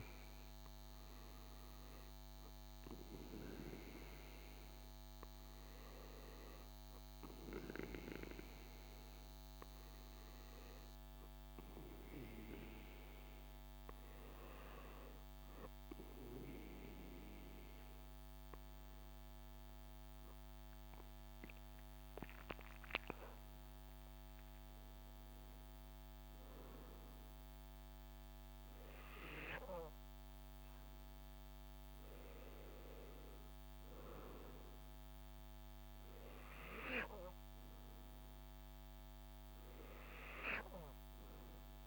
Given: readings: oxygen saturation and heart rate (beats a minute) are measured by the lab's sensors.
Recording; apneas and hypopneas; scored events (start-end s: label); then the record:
breathing in sleep by a microphone on the trachea; 1
11.50-23.00 s: hypopnea (oxygen 97% before, 92% lowest, heart rate 68 before, 63 extreme, up 10 after)
24.00-28.00 s: arousal
From the record:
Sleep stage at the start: N2 (light sleep); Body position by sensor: on the back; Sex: male